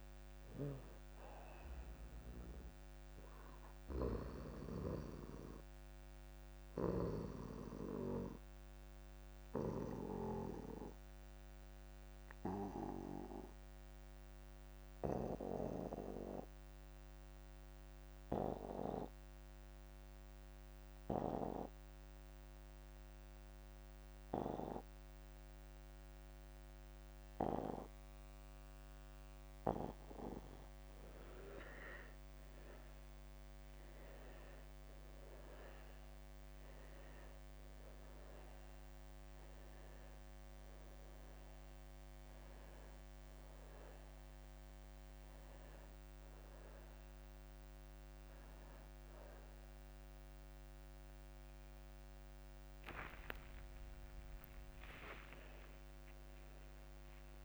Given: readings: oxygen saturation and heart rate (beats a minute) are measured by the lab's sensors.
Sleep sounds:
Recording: breathing in sleep by a microphone on the trachea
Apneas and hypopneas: 1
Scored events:
0.00-17.50 s: oxygen desaturation (device-marked, oxygen 80% lowest)
7.00-29.00 s: obstructive apnea (oxygen 96% before, 80% lowest)
30.50-57.45 s: oxygen desaturation (device-marked, oxygen 99% before, 85% lowest)
32.00-35.50 s: arousal
50.50-57.45 s: new sleep stage, N1 (lightest sleep)
From the record:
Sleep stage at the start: N2 (light sleep)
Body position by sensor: on the back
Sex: male

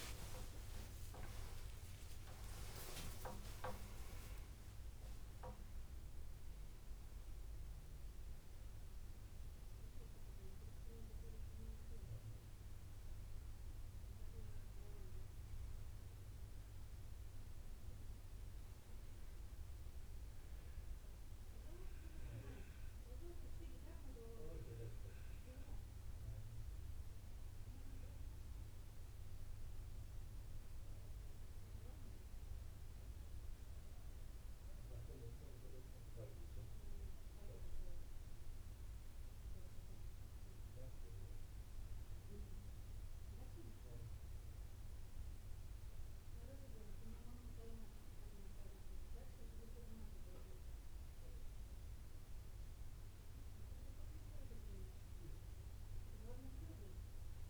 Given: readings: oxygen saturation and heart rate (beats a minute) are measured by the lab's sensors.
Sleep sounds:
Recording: a person partly awake in a sleep study, by a room microphone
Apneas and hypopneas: none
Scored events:
0.00-6.50 s: tachycardia (device-marked)
1.50-3.50 s: long interval between heartbeats (device-marked, heart rate 75 before, 121 extreme)
3.50-5.50 s: long interval between heartbeats (device-marked, heart rate 83 before, 132 extreme)
12.00-14.00 s: long interval between heartbeats (device-marked, heart rate 112 before, 88 extreme)
14.50-57.50 s: new sleep stage, N1 (lightest sleep)
From the record:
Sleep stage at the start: awake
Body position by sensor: on the right side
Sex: male

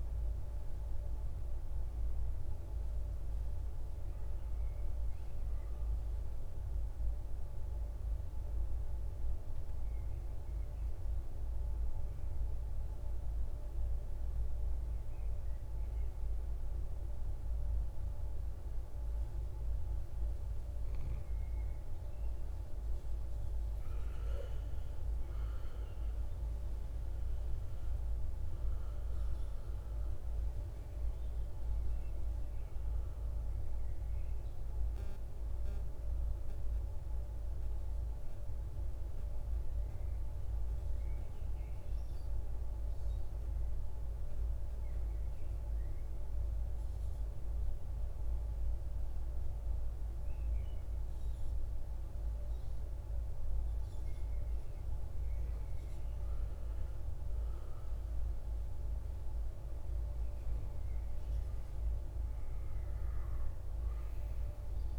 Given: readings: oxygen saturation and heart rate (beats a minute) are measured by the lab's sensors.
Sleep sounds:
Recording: breathing in sleep, hard to hear, by a room microphone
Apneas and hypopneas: 2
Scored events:
5.50-18.00 s: obstructive apnea (oxygen 97% before, 92% lowest, heart rate 55 before, 53 extreme, up 11 after)
20.50-48.50 s: oxygen desaturation (device-marked, oxygen 97% before, 92% lowest, heart rate 55 before, 53 extreme)
21.50-26.50 s: arousal
36.50-52.50 s: obstructive apnea (oxygen 97% before, 92% lowest, heart rate 62 before, 53 extreme, up 8 after)
56.00-60.00 s: arousal
61.50-64.99 s: oxygen desaturation (device-marked, oxygen 98% before, 93% lowest, heart rate 57 before, 53 extreme)
From the record:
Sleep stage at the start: N2 (light sleep)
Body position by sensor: on the right side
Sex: male

